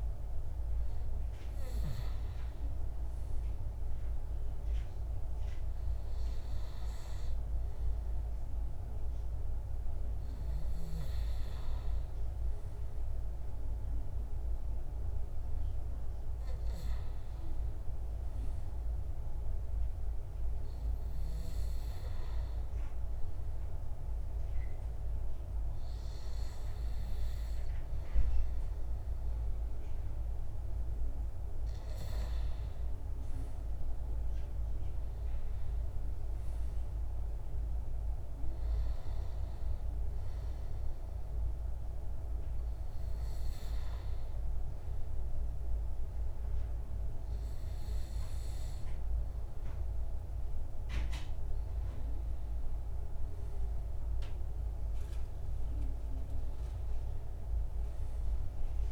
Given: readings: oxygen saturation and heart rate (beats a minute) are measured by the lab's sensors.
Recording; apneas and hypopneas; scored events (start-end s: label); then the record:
breathing in sleep, hard to hear, by a room microphone; 1
23.00-33.00 s: obstructive apnea (oxygen 95% before, 92% lowest, heart rate 81 before, 81 extreme, up 6 after)
34.00-37.50 s: arousal
55.50-58.92 s: arousal
From the record:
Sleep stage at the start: N2 (light sleep); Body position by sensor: on the back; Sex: male